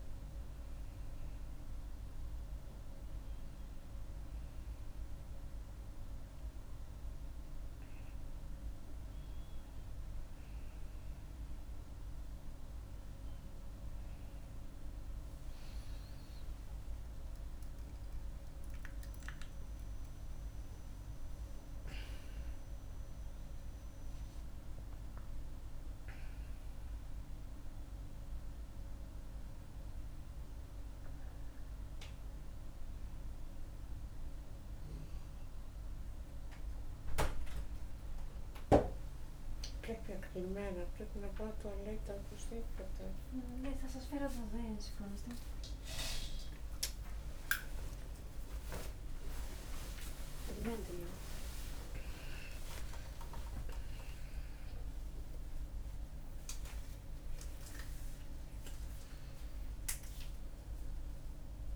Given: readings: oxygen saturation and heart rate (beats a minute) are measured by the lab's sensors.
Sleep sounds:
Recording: a person awake in a sleep study, by a room microphone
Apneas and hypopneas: none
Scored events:
none scored
From the record:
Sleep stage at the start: awake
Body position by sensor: on the back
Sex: female

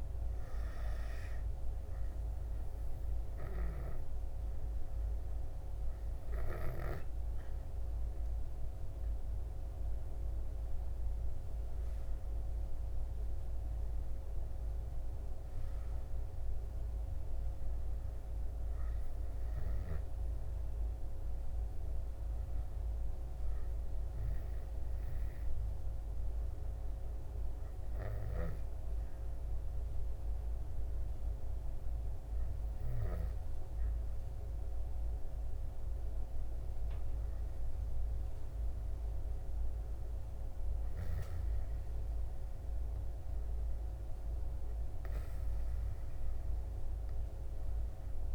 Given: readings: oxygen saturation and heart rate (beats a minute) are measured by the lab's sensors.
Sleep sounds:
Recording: a person awake in a sleep study, hard to hear, by a room microphone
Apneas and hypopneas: none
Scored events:
36.00-48.35 s: new sleep stage, N2 (light sleep)
From the record:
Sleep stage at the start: awake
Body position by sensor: on the back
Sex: male

